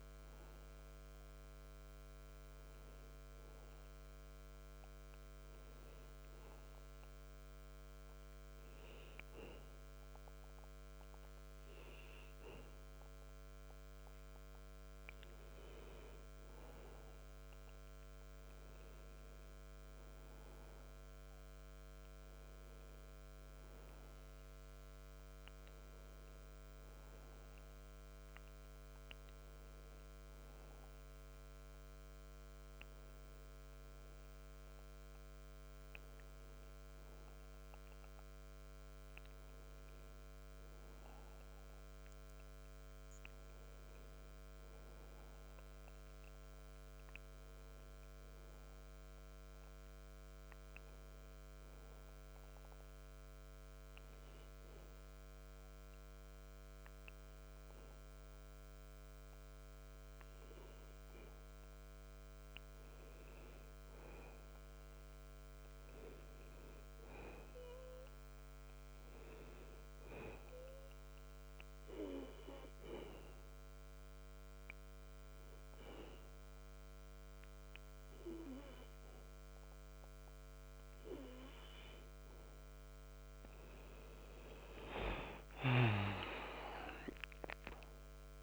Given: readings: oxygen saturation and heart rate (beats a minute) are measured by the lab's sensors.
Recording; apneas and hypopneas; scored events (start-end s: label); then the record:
breathing in sleep by a microphone on the trachea; 3
3.00-14.00 s: hypopnea (oxygen 95% before, 92% lowest, heart rate 93 before, 61 extreme, up 9 after)
15.00-18.50 s: arousal
52.00-62.00 s: obstructive apnea (oxygen 95% before, 91% lowest, heart rate 68 before, 66 extreme, up 7 after)
64.50-67.00 s: arousal
70.50-82.00 s: obstructive apnea (oxygen 96% before, 91% lowest, heart rate 74 before, 79 extreme, up 19 after)
74.50-88.43 s: oxygen desaturation (device-marked, oxygen 95% before, 91% lowest, heart rate 75 before, 57 extreme)
From the record:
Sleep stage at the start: N2 (light sleep); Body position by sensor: on the back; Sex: male